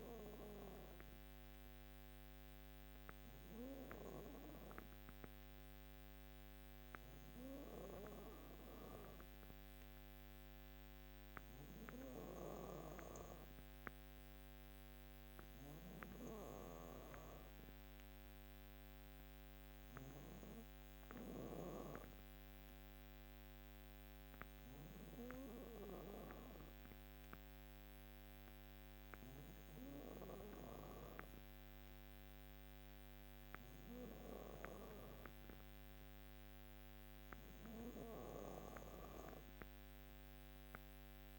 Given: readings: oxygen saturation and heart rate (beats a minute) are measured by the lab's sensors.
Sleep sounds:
breathing in sleep by a microphone on the trachea; none
5.00-15.00 s: drop in pulse transit time (device-marked, heart rate 58 before, 58 extreme)
12.00-15.50 s: snoring (device-marked)
From the record:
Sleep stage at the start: N2 (light sleep); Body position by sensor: on the back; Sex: female

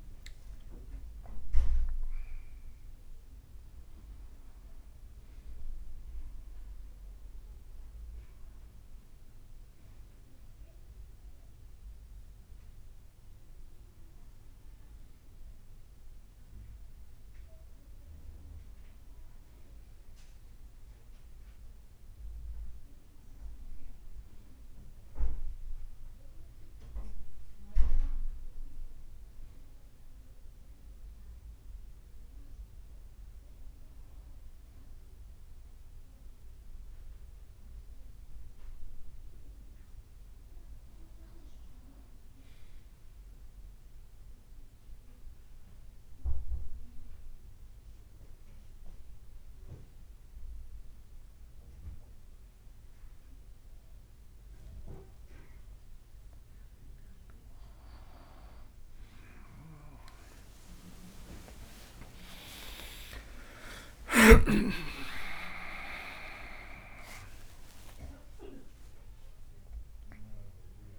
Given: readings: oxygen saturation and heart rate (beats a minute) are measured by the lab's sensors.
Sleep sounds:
breathing in sleep by a room microphone; 1
18.50-48.50 s: new sleep stage, N2 (light sleep)
38.50-42.50 s: arousal
47.00-57.00 s: hypopnea (oxygen 96% before, 93% lowest, heart rate 58 before, 55 extreme, up 31 after)
48.50-70.98 s: new sleep stage, N1 (lightest sleep)
61.00-66.00 s: arousal
61.50-63.50 s: long interval between heartbeats (device-marked, heart rate 57 before, 69 extreme)
63.50-69.50 s: tachycardia (device-marked, heart rate 60 before, 122 extreme)
64.50-66.50 s: long interval between heartbeats (device-marked, heart rate 60 before, 86 extreme)
66.50-68.50 s: long interval between heartbeats (device-marked, heart rate 63 before, 112 extreme)
From the record:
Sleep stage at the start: N1 (lightest sleep); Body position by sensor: on the back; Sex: male

